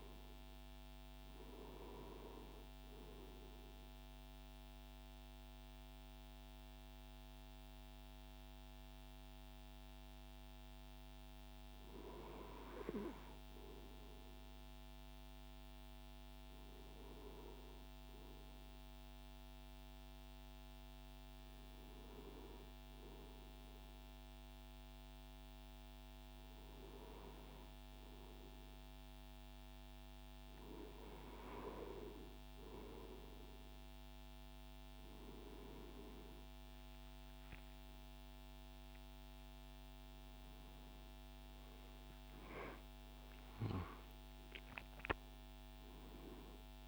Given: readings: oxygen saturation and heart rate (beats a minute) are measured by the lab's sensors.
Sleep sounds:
breathing in sleep by a microphone on the trachea; none
38.00-44.50 s: arousal
From the record:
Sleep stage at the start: N2 (light sleep); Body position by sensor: on the right side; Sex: male

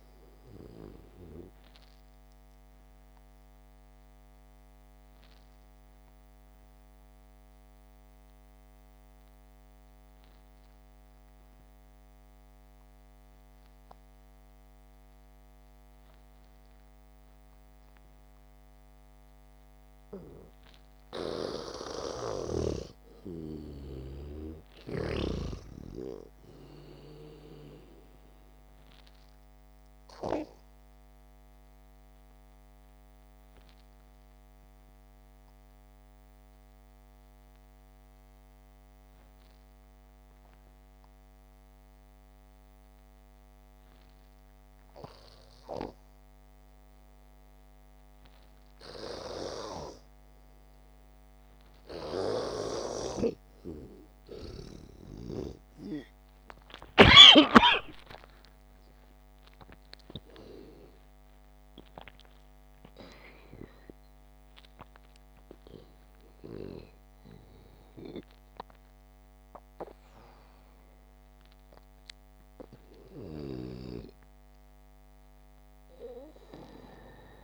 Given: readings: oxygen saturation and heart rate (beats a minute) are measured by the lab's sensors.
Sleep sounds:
breathing in sleep by a microphone on the trachea; 2
4.50-21.50 s: obstructive apnea (oxygen 96% before, 84% lowest, heart rate 60 before, 54 extreme)
19.00-29.00 s: oxygen desaturation (device-marked, oxygen 93% before, 86% lowest, heart rate 61 before, 52 extreme)
22.50-26.00 s: arousal
22.50-26.00 s: snoring (device-marked)
31.50-52.50 s: obstructive apnea (oxygen 95% before, 84% lowest, heart rate 64 before, 48 extreme, up 7 after)
38.00-56.00 s: oxygen desaturation (device-marked, oxygen 94% before, 85% lowest, heart rate 61 before, 48 extreme)
55.50-60.50 s: arousal
72.00-77.44 s: oxygen desaturation (device-marked, oxygen 93% before, 84% lowest, heart rate 70 before, 75 extreme)
74.00-77.44 s: snoring (device-marked)
From the record:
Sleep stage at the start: N2 (light sleep); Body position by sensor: on the back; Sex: male

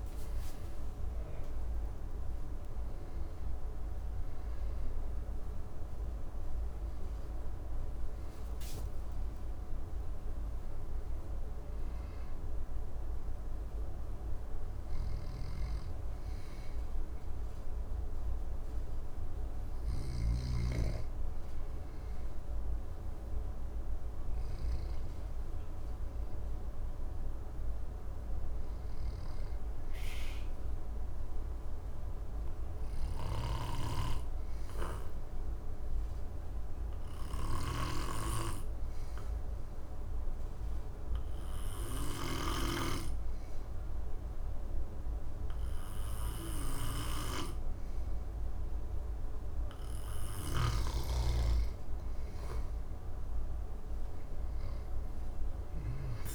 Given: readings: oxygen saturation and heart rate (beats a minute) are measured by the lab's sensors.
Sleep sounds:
breathing in sleep by a room microphone; 1
0.00-17.00 s: oxygen desaturation (device-marked, oxygen 93% lowest, heart rate 60 extreme)
23.00-27.00 s: arousal
30.50-49.00 s: obstructive apnea (oxygen 100% before, 95% lowest, heart rate 64 before, 61 extreme, up 6 after)
33.00-42.50 s: snoring (device-marked)
51.50-56.35 s: arousal
From the record:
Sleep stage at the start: N2 (light sleep); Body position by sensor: on the back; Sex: male

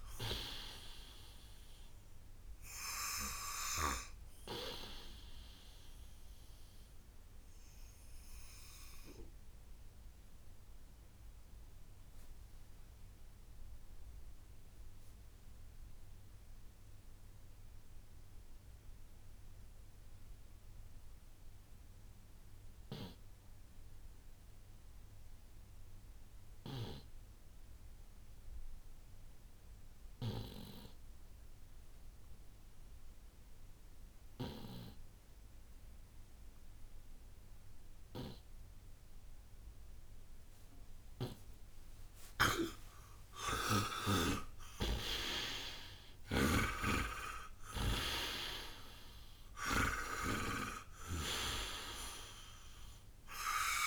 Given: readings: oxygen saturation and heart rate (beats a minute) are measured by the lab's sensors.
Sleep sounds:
breathing in sleep by a room microphone; 1
8.00-19.00 s: oxygen desaturation (device-marked, oxygen 97% before, 92% lowest, heart rate 74 before, 56 extreme)
8.50-41.50 s: obstructive apnea (oxygen 97% before, 78% lowest, heart rate 74 before, 56 extreme, up 35 after)
26.50-30.50 s: snoring (device-marked)
33.00-53.86 s: oxygen desaturation (device-marked, oxygen 97% before, 78% lowest, heart rate 63 before, 57 extreme)
43.00-47.00 s: arousal
44.00-48.00 s: snoring (device-marked)
From the record:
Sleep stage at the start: N2 (light sleep); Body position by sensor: on the right side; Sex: male

